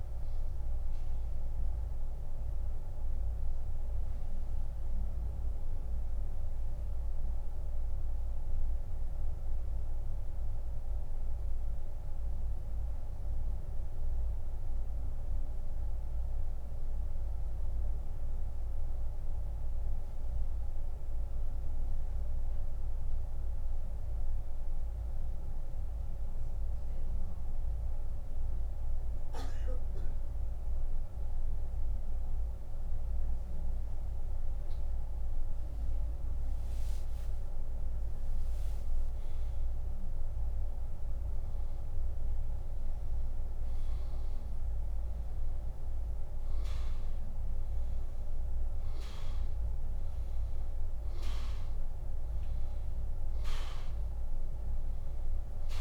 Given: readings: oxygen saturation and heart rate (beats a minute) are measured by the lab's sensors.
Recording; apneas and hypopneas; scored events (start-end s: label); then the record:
breathing in sleep, hard to hear, by a room microphone; 1
0.00-33.00 s: oxygen desaturation (device-marked, oxygen 87% lowest, heart rate 68 extreme)
1.00-36.00 s: central apnea (oxygen 97% before, 87% lowest, heart rate 84 before, 68 extreme, up 17 after)
37.00-41.00 s: arousal
From the record:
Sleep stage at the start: N2 (light sleep); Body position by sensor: on the back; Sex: male